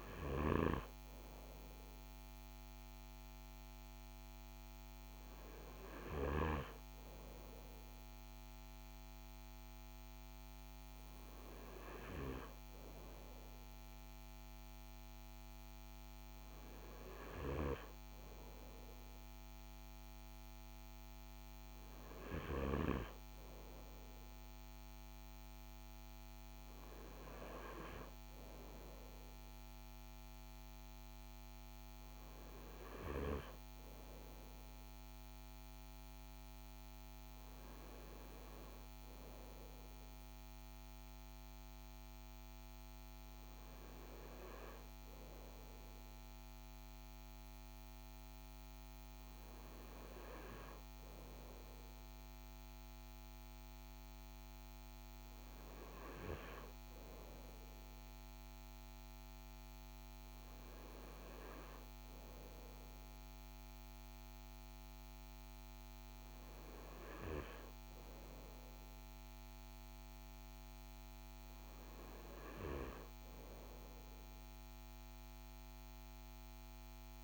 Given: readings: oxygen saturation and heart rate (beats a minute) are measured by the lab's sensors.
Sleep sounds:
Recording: breathing in sleep by a microphone on the trachea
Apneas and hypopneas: none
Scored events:
0.00-6.00 s: snoring (device-marked)
From the record:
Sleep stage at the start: N2 (light sleep)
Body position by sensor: on the front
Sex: male

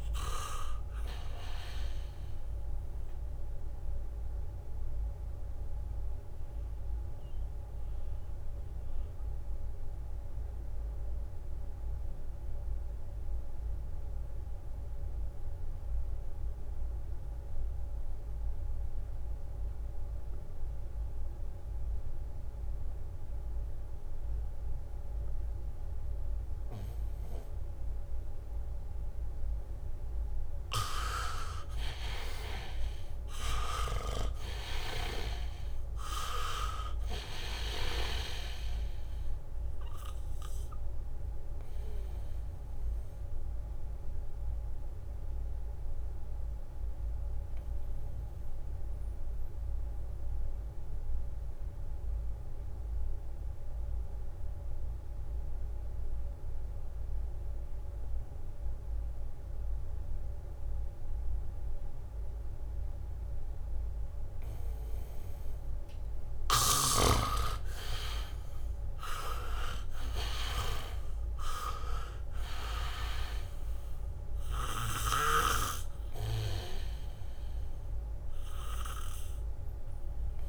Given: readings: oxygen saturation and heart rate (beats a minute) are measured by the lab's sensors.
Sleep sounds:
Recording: breathing in sleep by a room microphone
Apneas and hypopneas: 2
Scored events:
0.00-17.00 s: oxygen desaturation (device-marked, oxygen 77% lowest, heart rate 62 extreme)
5.00-28.50 s: obstructive apnea (oxygen 98% before, 77% lowest, heart rate 71 before, 62 extreme, up 1 after)
27.00-57.00 s: oxygen desaturation (device-marked, oxygen 99% before, 78% lowest, heart rate 73 before, 63 extreme)
30.50-38.00 s: leg movement (device-marked)
32.50-36.50 s: arousal
41.50-62.50 s: mixed apnea (oxygen 99% before, 78% lowest, heart rate 66 before, 65 extreme)
62.00-80.49 s: oxygen desaturation (device-marked, oxygen 98% before, 78% lowest, heart rate 71 before, 63 extreme)
66.50-75.50 s: snoring (device-marked)
71.50-75.50 s: arousal
From the record:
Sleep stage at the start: N2 (light sleep)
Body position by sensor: on the back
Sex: male

